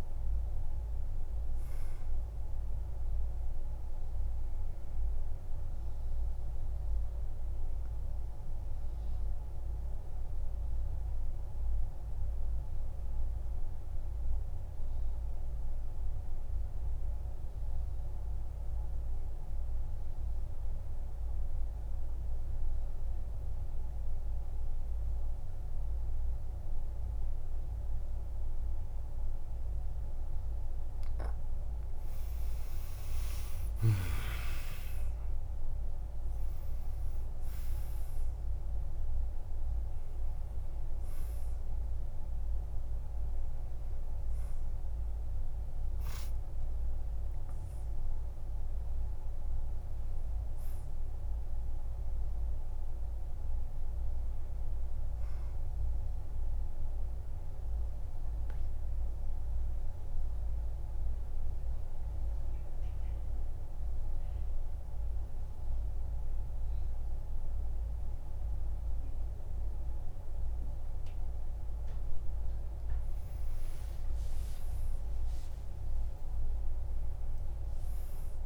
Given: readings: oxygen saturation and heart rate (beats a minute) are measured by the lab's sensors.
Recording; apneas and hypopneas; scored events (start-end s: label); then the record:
breathing in sleep, hard to hear, by a room microphone; 2
0.00-13.00 s: oxygen desaturation (device-marked, oxygen 92% lowest, heart rate 47 extreme)
3.50-30.00 s: mixed apnea (oxygen 98% before, 88% lowest, heart rate 57 before, 47 extreme, up 12 after)
31.00-64.00 s: oxygen desaturation (device-marked, oxygen 98% before, 88% lowest, heart rate 50 before, 48 extreme)
32.00-38.00 s: arousal
57.50-72.00 s: central apnea (oxygen 97% before, 89% lowest, heart rate 59 before, 49 extreme, up 13 after)
75.00-78.46 s: arousal
From the record:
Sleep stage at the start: N2 (light sleep); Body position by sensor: on the back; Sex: male